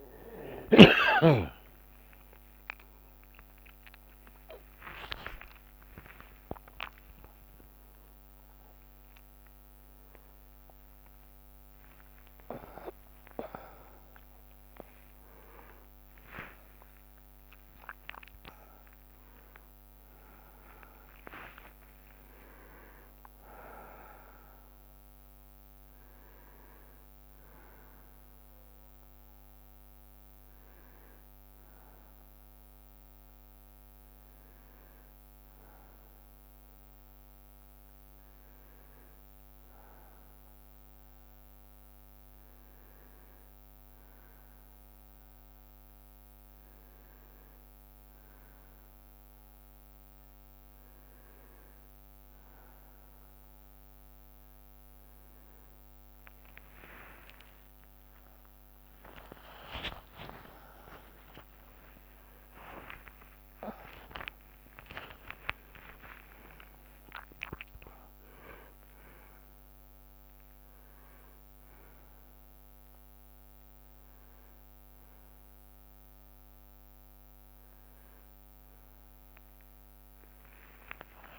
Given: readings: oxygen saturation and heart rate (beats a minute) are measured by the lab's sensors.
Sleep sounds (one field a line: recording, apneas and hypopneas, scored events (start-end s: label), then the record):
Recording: a person awake in a sleep study, by a microphone on the trachea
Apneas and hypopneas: none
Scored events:
21.00-25.50 s: leg movement (device-marked)
38.50-68.50 s: new sleep stage, N1 (lightest sleep)
62.00-67.00 s: leg movement (device-marked)
68.50-81.39 s: new sleep stage, awake
From the record:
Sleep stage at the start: awake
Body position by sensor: on the right side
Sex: male